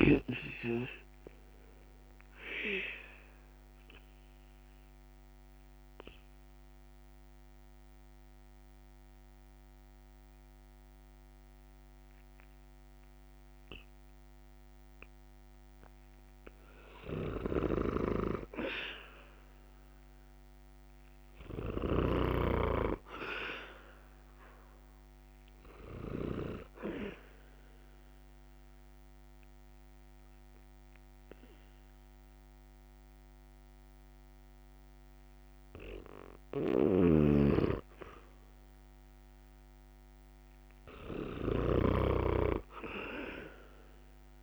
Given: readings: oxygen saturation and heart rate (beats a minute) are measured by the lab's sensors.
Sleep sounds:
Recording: breathing in sleep by a microphone on the trachea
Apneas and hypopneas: 2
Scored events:
1.00-21.00 s: oxygen desaturation (device-marked, oxygen 98% before, 90% lowest, heart rate 67 before, 64 extreme)
1.50-16.50 s: mixed apnea (oxygen 98% before, 90% lowest, heart rate 67 before, 64 extreme, up 4 after)
19.00-22.50 s: arousal
26.50-37.00 s: obstructive apnea (oxygen 98% before, 89% lowest, heart rate 67 before, 64 extreme, up 1 after)
31.00-44.43 s: oxygen desaturation (device-marked, oxygen 98% before, 91% lowest, heart rate 68 before, 64 extreme)
36.50-44.43 s: snoring (device-marked)
42.50-44.43 s: arousal
From the record:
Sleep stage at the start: N2 (light sleep)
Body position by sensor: on the back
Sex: male

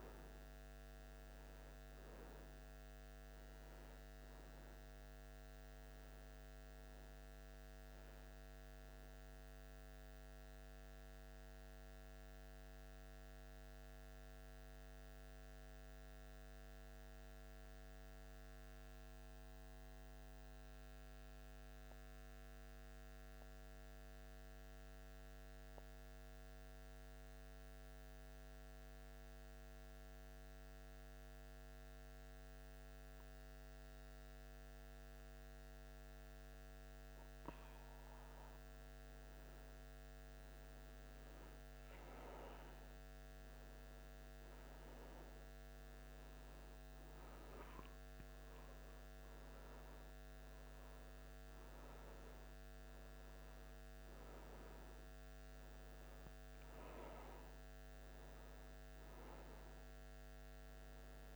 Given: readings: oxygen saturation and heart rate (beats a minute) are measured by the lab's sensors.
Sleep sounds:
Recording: breathing in sleep, hard to hear, by a microphone on the trachea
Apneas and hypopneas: 1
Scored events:
10.00-39.00 s: mixed apnea (oxygen 97% before, 87% lowest, heart rate 77 before, 73 extreme, up 1 after)
15.00-43.00 s: oxygen desaturation (device-marked, oxygen 95% before, 87% lowest, heart rate 77 before, 73 extreme)
41.50-45.50 s: arousal
46.00-61.35 s: new sleep stage, N1 (lightest sleep)
From the record:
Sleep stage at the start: N2 (light sleep)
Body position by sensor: on the back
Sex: male

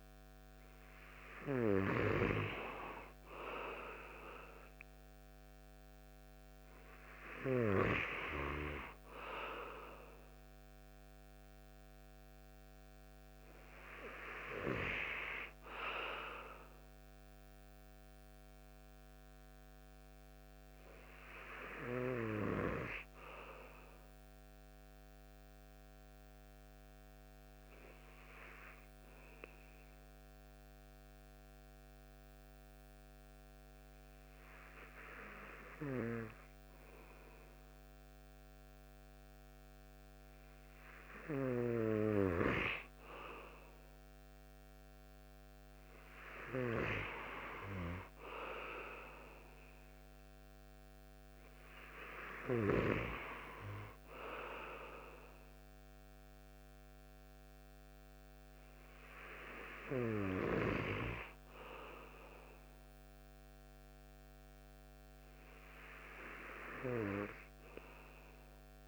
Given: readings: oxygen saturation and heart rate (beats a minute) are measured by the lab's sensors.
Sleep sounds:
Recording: breathing in sleep by a microphone on the trachea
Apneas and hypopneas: 1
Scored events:
0.00-2.00 s: arousal
22.00-41.00 s: hypopnea (oxygen 96% before, 94% lowest)
42.50-46.00 s: arousal
From the record:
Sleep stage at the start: N2 (light sleep)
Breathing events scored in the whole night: 264 in 7.4 hours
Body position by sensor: on the right side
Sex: male

